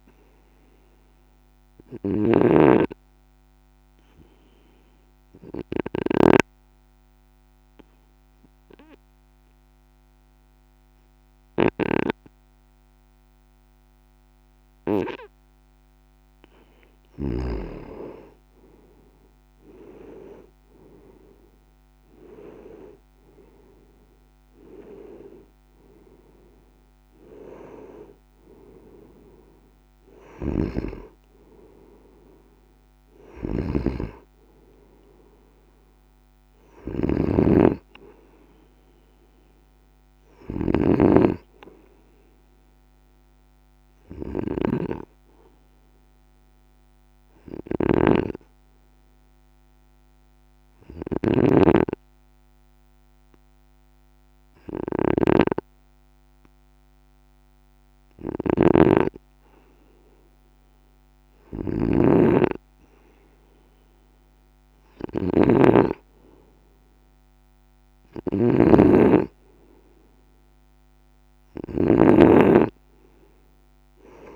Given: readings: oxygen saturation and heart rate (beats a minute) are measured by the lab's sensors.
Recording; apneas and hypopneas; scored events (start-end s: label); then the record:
breathing in sleep by a microphone on the trachea; 2
0.00-17.50 s: snoring (device-marked)
2.50-15.50 s: obstructive apnea (oxygen 97% before, 91% lowest, heart rate 56 before, 57 extreme, up 6 after)
18.50-22.50 s: arousal
30.00-72.00 s: snoring (device-marked)
41.50-56.50 s: oxygen desaturation (device-marked, oxygen 94% before, 91% lowest, heart rate 61 before, 54 extreme)
46.00-60.50 s: hypopnea (oxygen 94% before, 91% lowest, heart rate 60 before, 55 extreme, up 3 after)
63.50-67.50 s: arousal
From the record:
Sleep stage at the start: N2 (light sleep); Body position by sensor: on the right side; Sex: male